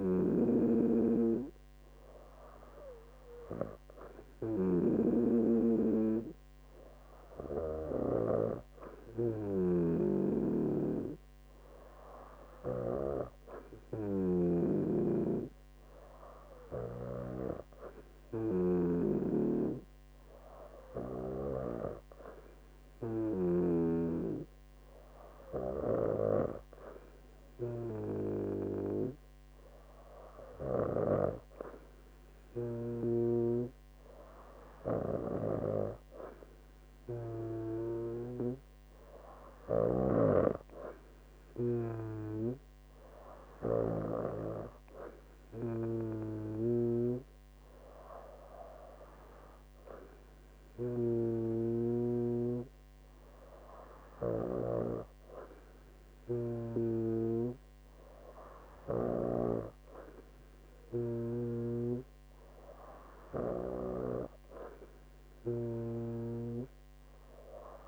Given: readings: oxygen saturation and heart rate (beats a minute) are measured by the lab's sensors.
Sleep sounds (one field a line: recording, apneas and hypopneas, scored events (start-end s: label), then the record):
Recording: breathing in sleep by a microphone on the trachea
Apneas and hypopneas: none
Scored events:
none scored
From the record:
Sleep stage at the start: N2 (light sleep)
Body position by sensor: on the right side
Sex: female